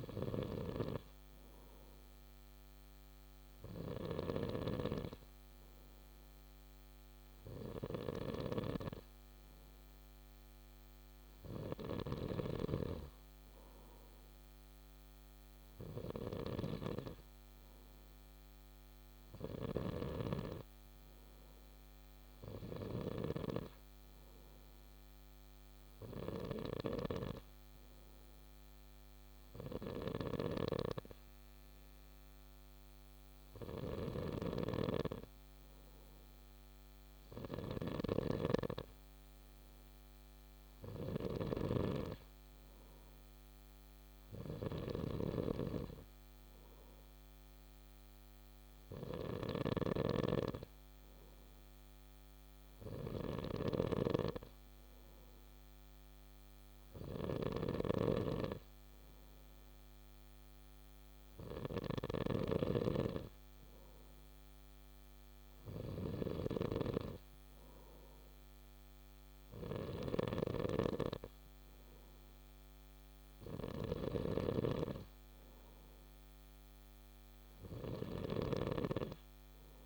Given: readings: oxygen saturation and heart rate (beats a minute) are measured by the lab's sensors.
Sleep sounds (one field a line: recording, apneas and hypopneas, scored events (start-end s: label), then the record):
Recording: breathing in sleep by a microphone on the trachea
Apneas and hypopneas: none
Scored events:
0.00-23.00 s: snoring (device-marked)
30.00-79.86 s: snoring (device-marked)
From the record:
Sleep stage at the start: N2 (light sleep)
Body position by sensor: on the back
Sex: male